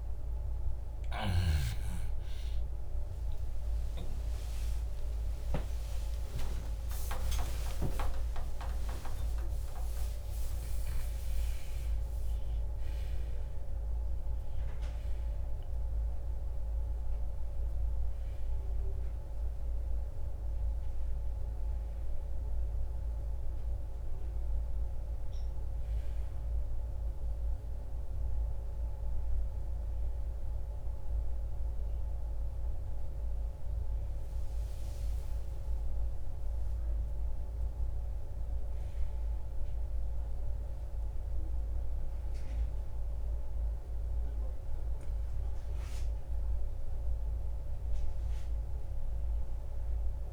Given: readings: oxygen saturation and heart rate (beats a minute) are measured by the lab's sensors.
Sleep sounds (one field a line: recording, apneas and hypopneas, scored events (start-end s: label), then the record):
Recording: a person awake in a sleep study, by a room microphone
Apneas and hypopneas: none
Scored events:
5.50-35.50 s: new sleep stage, awake
26.50-47.50 s: oxygen desaturation (device-marked, oxygen 96% before, 83% lowest, heart rate 98 before, 56 extreme)
35.50-50.32 s: new sleep stage, N1 (lightest sleep)
From the record:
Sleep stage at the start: N2 (light sleep)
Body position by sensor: on the right side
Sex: male